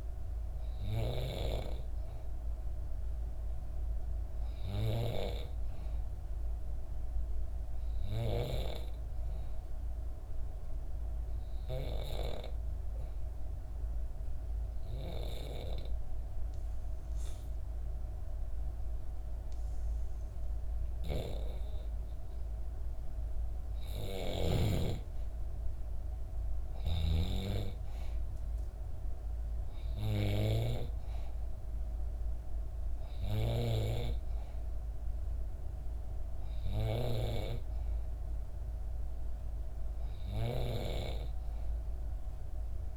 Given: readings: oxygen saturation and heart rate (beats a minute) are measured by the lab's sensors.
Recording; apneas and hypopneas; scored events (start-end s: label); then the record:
breathing in sleep by a room microphone; 1
11.50-22.50 s: obstructive apnea (oxygen 94% before, 91% lowest, heart rate 65 before, 63 extreme, up 1 after)
23.50-27.00 s: snoring (device-marked)
24.50-28.00 s: arousal
28.50-42.97 s: oxygen desaturation (device-marked, oxygen 94% before, 91% lowest, heart rate 65 before, 63 extreme)
From the record:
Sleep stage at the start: N2 (light sleep); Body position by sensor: on the back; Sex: female